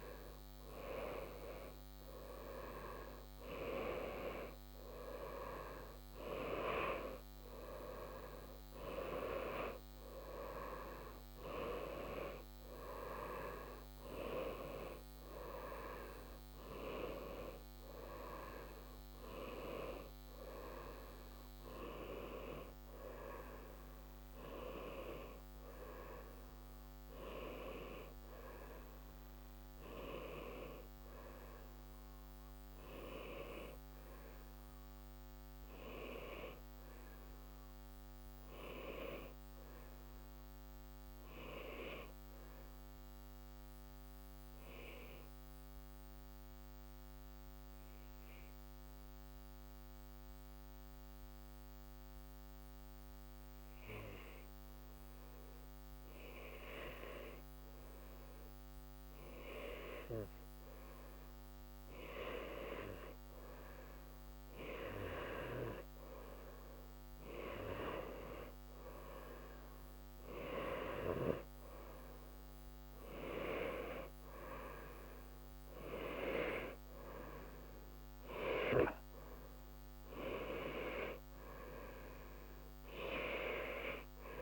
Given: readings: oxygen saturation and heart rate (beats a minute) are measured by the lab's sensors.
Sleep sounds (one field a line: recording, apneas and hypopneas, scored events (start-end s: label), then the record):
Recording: breathing in sleep by a microphone on the trachea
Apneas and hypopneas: 1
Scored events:
2.00-37.00 s: oxygen desaturation (device-marked, oxygen 94% before, 89% lowest, heart rate 67 before, 62 extreme)
36.00-41.00 s: arousal
44.00-58.00 s: obstructive apnea (oxygen 95% before, 89% lowest, heart rate 65 before, 63 extreme, up 1 after)
62.00-66.00 s: arousal
65.00-84.42 s: oxygen desaturation (device-marked, oxygen 95% before, 89% lowest, heart rate 65 before, 60 extreme)
From the record:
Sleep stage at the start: N2 (light sleep)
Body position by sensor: on the right side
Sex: male